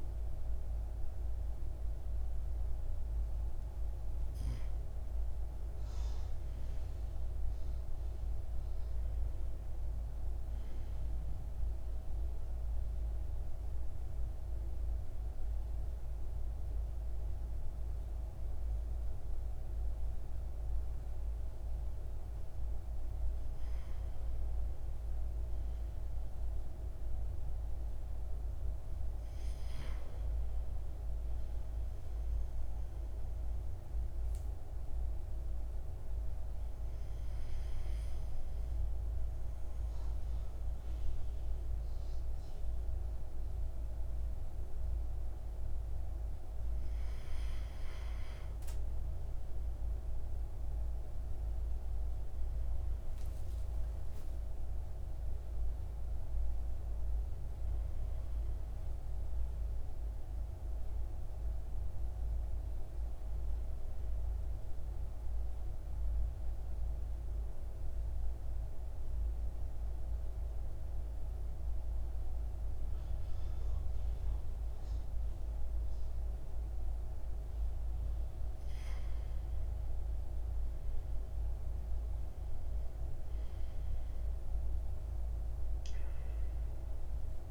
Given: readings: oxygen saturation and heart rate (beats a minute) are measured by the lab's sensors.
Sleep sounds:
breathing in sleep, hard to hear, by a room microphone; 3
11.00-22.50 s: obstructive apnea (oxygen 96% before, 93% lowest, heart rate 60 before, 55 extreme, up 5 after)
23.50-27.00 s: arousal
32.00-47.00 s: obstructive apnea (oxygen 96% before, 92% lowest, heart rate 60 before, 55 extreme, up 9 after)
49.00-53.00 s: arousal
65.00-78.00 s: central apnea (oxygen 96% before, 92% lowest, heart rate 63 before, 56 extreme, up 9 after)
80.00-84.50 s: arousal
83.00-87.50 s: new sleep stage, N1 (lightest sleep)
85.00-87.50 s: oxygen desaturation (device-marked, oxygen 97% before, 92% lowest, heart rate 59 before, 62 extreme)
From the record:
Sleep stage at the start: N2 (light sleep); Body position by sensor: on the right side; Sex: male

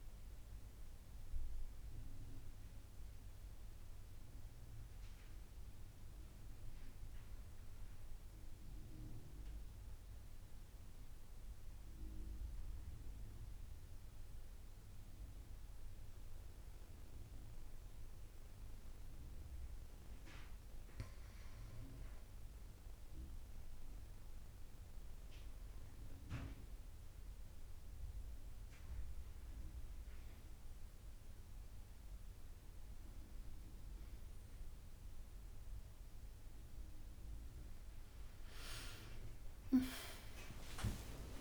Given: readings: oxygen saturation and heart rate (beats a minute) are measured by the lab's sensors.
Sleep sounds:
breathing in sleep by a room microphone; 1
0.00-3.50 s: arousal
8.00-20.00 s: obstructive apnea (oxygen 95% before, 90% lowest)
40.00-41.41 s: arousal
From the record:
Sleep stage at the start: N2 (light sleep); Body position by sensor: on the back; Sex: female

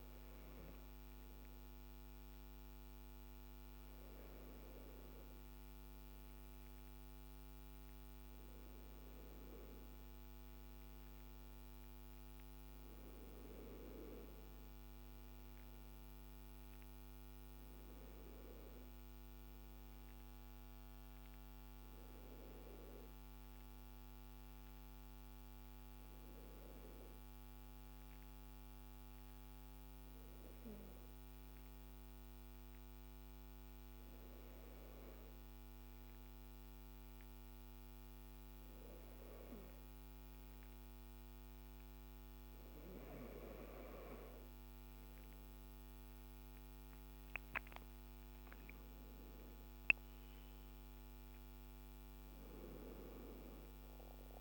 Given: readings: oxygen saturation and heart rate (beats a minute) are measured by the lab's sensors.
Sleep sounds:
breathing in sleep by a microphone on the trachea; none
none scored
From the record:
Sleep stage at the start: N2 (light sleep); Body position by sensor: on the left side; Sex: male

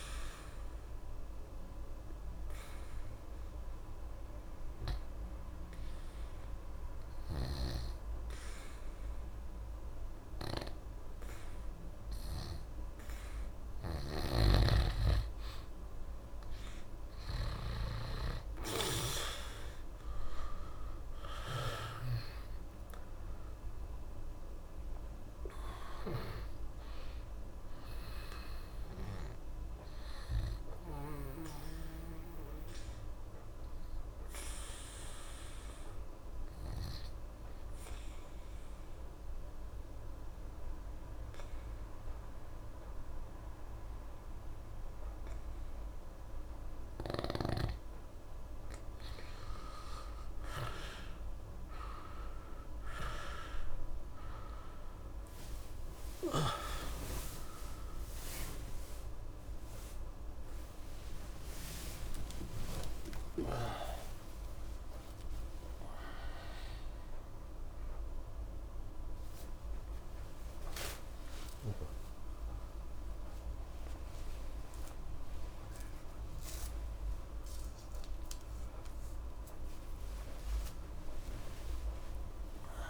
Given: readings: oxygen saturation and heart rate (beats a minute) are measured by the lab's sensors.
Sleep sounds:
a person partly awake in a sleep study, by a room microphone; 2
0.00-6.00 s: oxygen desaturation (device-marked, oxygen 93% lowest, heart rate 67 extreme)
1.50-13.50 s: obstructive apnea (oxygen 97% before, 86% lowest, heart rate 30 before, 67 extreme, up 1 after)
19.00-42.00 s: oxygen desaturation (device-marked, oxygen 95% before, 86% lowest, heart rate 68 before, 66 extreme)
20.00-25.50 s: arousal
32.50-49.00 s: obstructive apnea (oxygen 95% before, 86% lowest, heart rate 69 before, 58 extreme, up 50 after)
55.00-81.00 s: oxygen desaturation (device-marked, oxygen 96% before, 86% lowest)
62.00-82.90 s: new sleep stage, awake
From the record:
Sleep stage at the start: N2 (light sleep); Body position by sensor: on the back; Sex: male

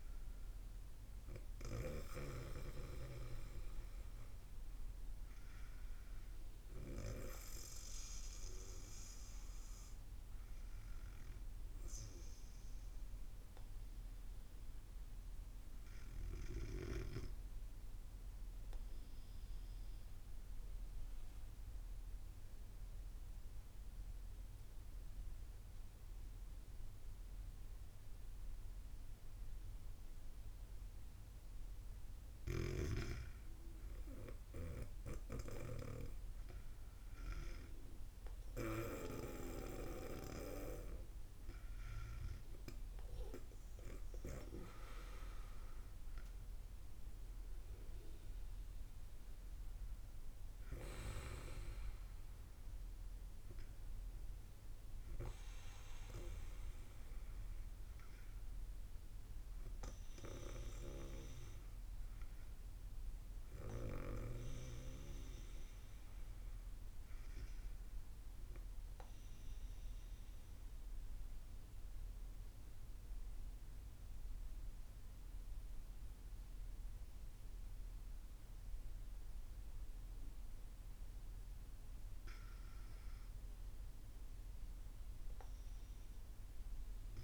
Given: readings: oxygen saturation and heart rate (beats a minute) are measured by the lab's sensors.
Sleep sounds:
breathing in sleep by a room microphone; 2
17.00-31.50 s: obstructive apnea (oxygen 97% before, 93% lowest, heart rate 94 before, 61 extreme, up 14 after)
34.00-37.00 s: arousal
34.00-58.00 s: oxygen desaturation (device-marked, oxygen 96% before, 93% lowest, heart rate 104 before, 59 extreme)
69.00-81.00 s: obstructive apnea (oxygen 97% before, 94% lowest, heart rate 70 before, 59 extreme, up 9 after)
82.00-86.00 s: arousal
From the record:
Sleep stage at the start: N2 (light sleep); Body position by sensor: on the back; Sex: female

